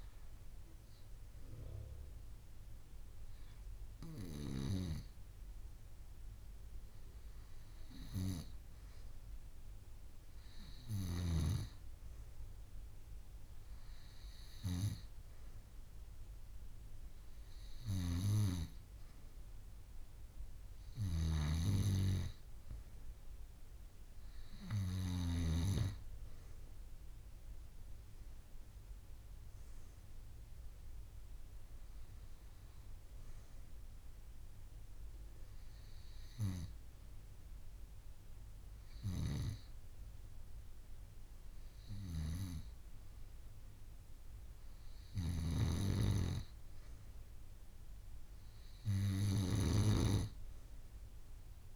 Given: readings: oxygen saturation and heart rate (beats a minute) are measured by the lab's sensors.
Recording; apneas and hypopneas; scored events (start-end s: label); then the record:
breathing in sleep by a room microphone; none
none scored
From the record:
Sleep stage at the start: N2 (light sleep); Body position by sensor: on the back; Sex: female